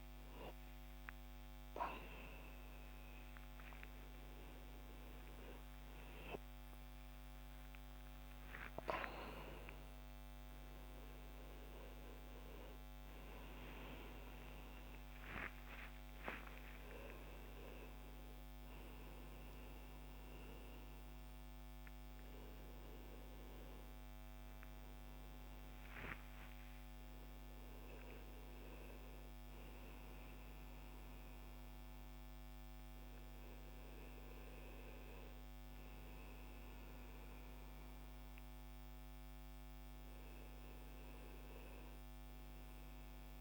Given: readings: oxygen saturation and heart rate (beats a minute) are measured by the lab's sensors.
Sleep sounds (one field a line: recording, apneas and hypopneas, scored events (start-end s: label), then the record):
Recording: a person awake in a sleep study, by a microphone on the trachea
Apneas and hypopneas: none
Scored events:
none scored
From the record:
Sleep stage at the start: awake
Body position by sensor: on the right side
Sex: male